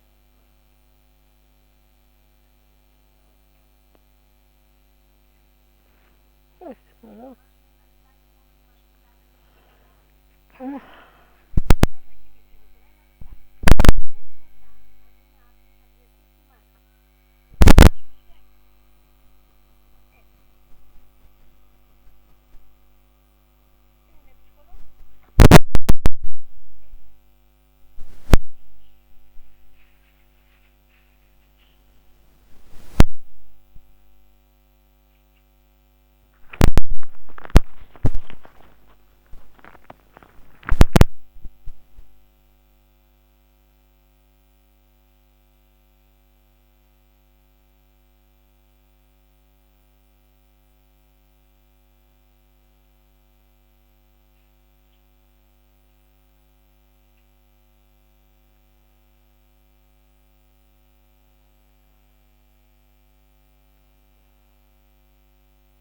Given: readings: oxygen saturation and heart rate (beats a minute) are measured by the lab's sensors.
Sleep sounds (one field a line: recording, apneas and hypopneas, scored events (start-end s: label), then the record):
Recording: a person partly awake in a sleep study, by a microphone on the trachea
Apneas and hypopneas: none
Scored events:
6.00-36.00 s: new sleep stage, awake
36.00-65.81 s: new sleep stage, N2 (light sleep)
51.00-53.00 s: oxygen desaturation (device-marked, oxygen 98% before, 96% lowest)
From the record:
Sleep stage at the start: N2 (light sleep)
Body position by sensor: on the back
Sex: female